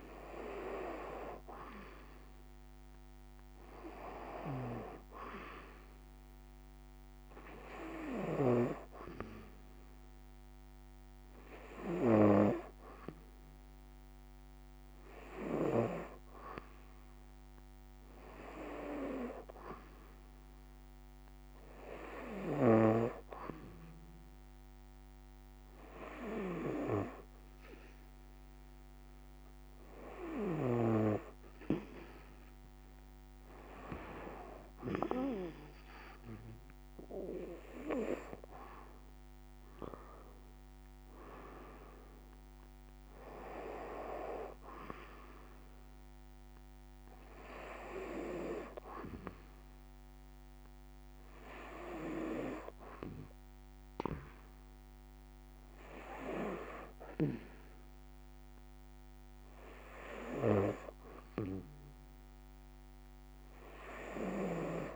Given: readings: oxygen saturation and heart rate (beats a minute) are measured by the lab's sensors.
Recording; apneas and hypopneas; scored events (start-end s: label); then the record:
breathing in sleep by a microphone on the trachea; none
none scored
From the record:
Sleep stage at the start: N2 (light sleep); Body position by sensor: on the right side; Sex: female